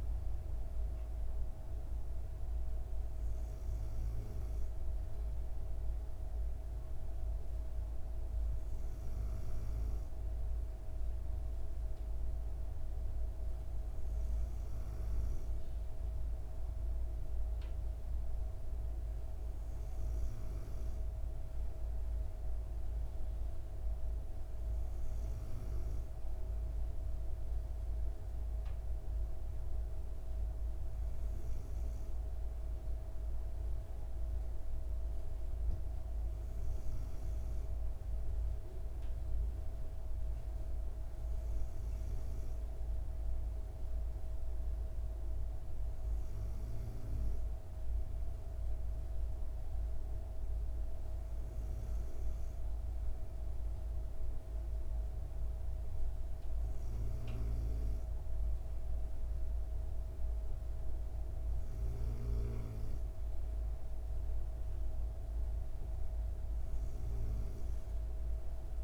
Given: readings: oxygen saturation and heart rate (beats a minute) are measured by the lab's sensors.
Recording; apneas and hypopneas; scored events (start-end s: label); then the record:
breathing in sleep, hard to hear, by a room microphone; none
none scored
From the record:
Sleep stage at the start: N2 (light sleep); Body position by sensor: on the back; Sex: female